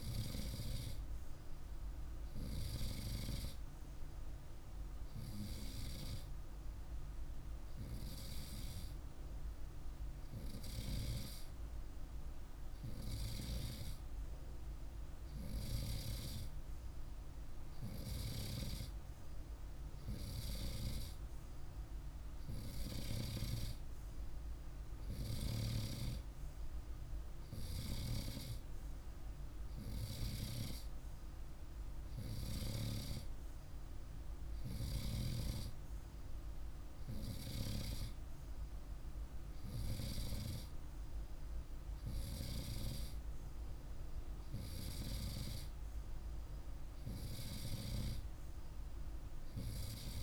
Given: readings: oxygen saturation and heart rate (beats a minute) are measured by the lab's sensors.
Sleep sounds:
breathing in sleep by a room microphone; none
none scored
From the record:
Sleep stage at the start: N2 (light sleep); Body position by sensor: on the right side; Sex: male

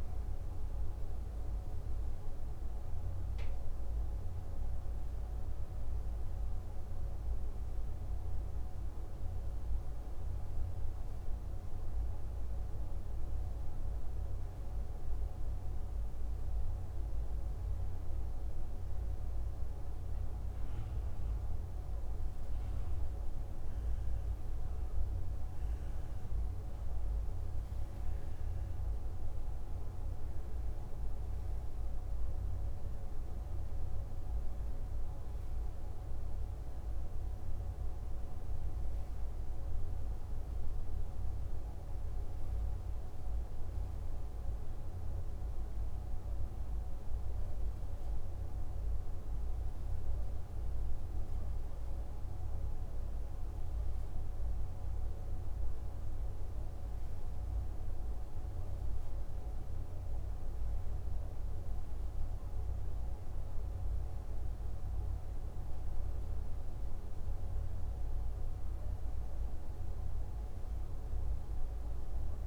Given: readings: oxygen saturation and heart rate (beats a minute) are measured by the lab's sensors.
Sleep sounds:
breathing in sleep, hard to hear, by a room microphone; none
none scored
From the record:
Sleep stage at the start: REM sleep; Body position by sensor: on the back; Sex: male

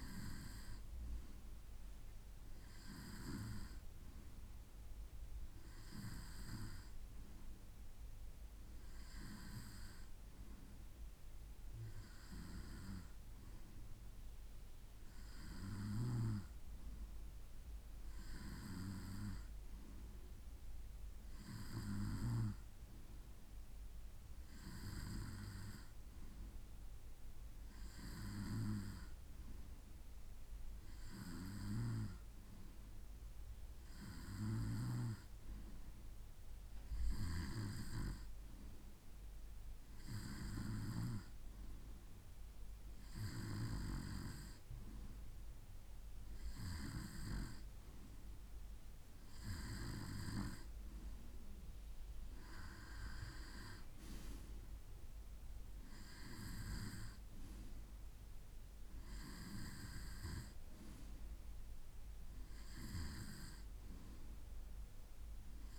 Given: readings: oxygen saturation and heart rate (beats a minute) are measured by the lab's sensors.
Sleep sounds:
breathing in sleep by a room microphone; none
none scored
From the record:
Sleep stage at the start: N2 (light sleep); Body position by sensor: on the right side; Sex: male

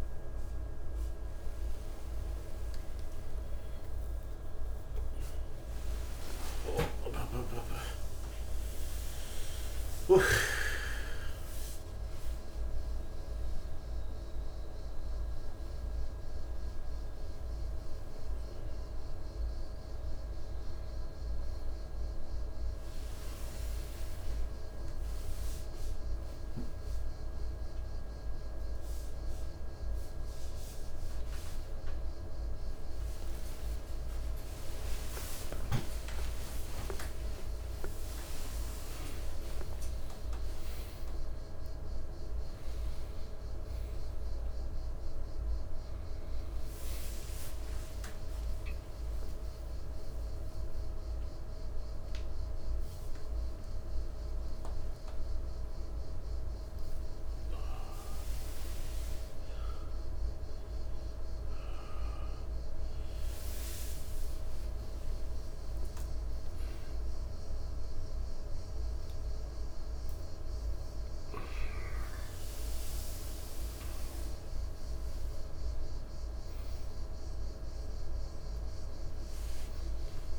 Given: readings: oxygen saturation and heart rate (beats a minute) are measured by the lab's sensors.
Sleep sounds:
a person awake in a sleep study, hard to hear, by a room microphone; none
3.50-9.50 s: tachycardia (device-marked, heart rate 63 before, 119 extreme)
7.50-80.39 s: new sleep stage, awake
31.50-41.50 s: tachycardia (device-marked, heart rate 64 before, 190 extreme)
44.50-53.50 s: tachycardia (device-marked, heart rate 66 before, 134 extreme)
62.50-72.50 s: tachycardia (device-marked, heart rate 67 before, 157 extreme)
From the record:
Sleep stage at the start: N2 (light sleep); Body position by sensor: on the right side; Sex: male

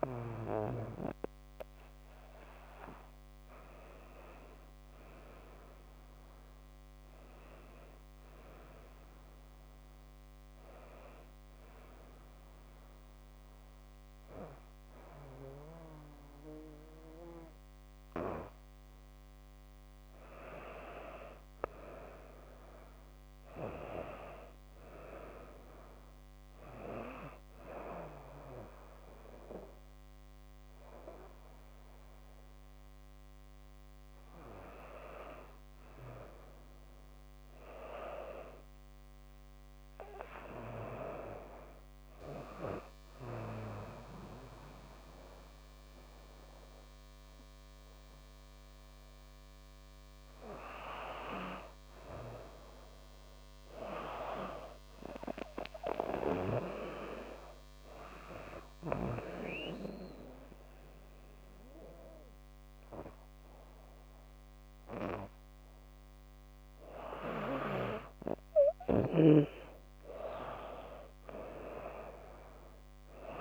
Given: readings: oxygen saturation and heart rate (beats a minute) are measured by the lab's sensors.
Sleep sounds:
breathing in sleep by a microphone on the trachea; 2
10.00-20.00 s: obstructive apnea (oxygen 98% before, 95% lowest, heart rate 82 before, 76 extreme, up 1 after)
22.50-26.00 s: arousal
51.50-54.50 s: arousal
57.00-67.00 s: obstructive apnea (oxygen 98% before, 95% lowest, heart rate 81 before, 76 extreme, up 3 after)
69.00-73.00 s: arousal
70.50-73.41 s: oxygen desaturation (device-marked, oxygen 98% before, 95% lowest, heart rate 79 before, 76 extreme)
From the record:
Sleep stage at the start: N2 (light sleep); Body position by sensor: on the back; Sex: female

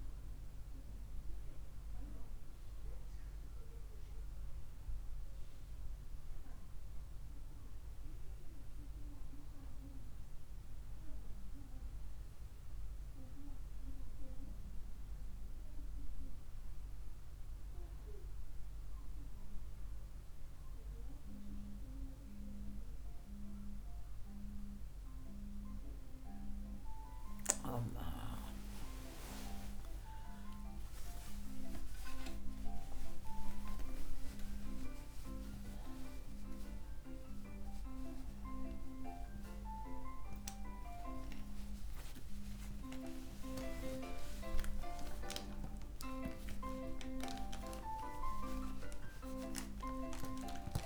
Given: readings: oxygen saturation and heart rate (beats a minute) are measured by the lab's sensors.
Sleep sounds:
a person awake in a sleep study, by a room microphone; none
none scored
From the record:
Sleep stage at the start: awake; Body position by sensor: on the right side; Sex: female

